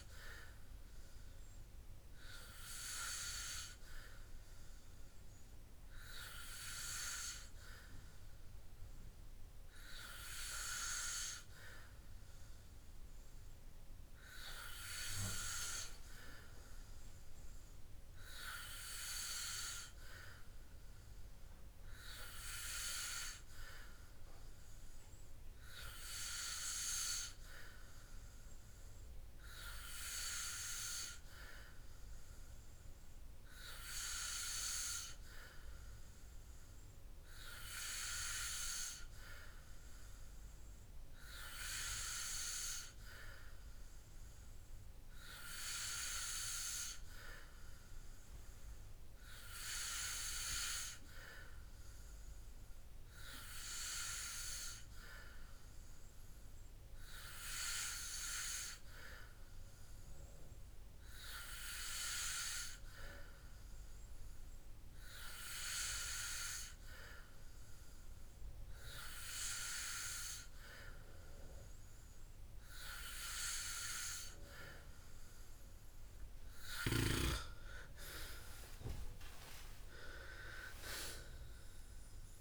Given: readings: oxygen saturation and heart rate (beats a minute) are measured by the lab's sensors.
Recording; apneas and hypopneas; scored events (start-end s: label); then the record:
breathing in sleep by a room microphone; none
none scored
From the record:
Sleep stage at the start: N2 (light sleep); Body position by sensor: on the back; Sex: male